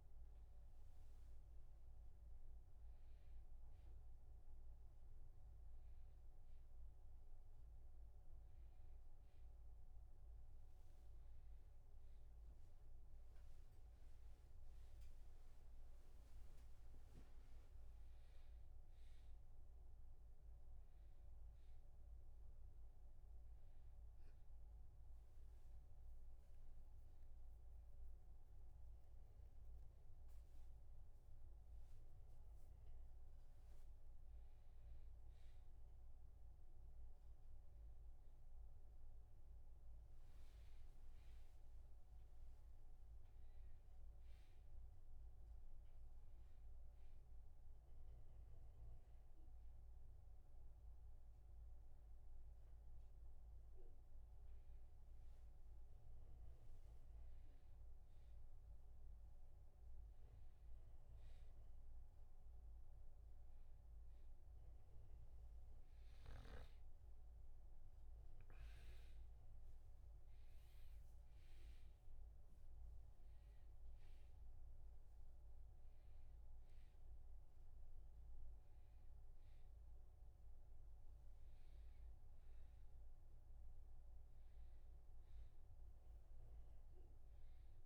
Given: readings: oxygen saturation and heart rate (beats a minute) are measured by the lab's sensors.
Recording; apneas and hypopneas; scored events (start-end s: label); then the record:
a person awake in a sleep study, hard to hear, by a room microphone; none
none scored
From the record:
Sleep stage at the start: awake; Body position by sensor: on the back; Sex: male